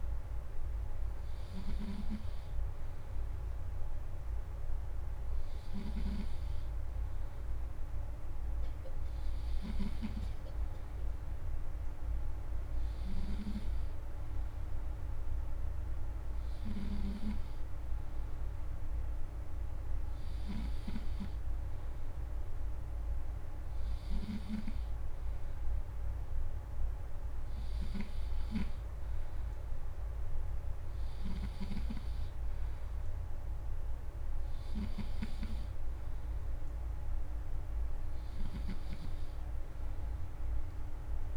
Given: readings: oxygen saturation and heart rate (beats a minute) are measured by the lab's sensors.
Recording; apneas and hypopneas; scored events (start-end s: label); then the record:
breathing in sleep by a room microphone; none
none scored
From the record:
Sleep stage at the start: N2 (light sleep); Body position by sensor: on the back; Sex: male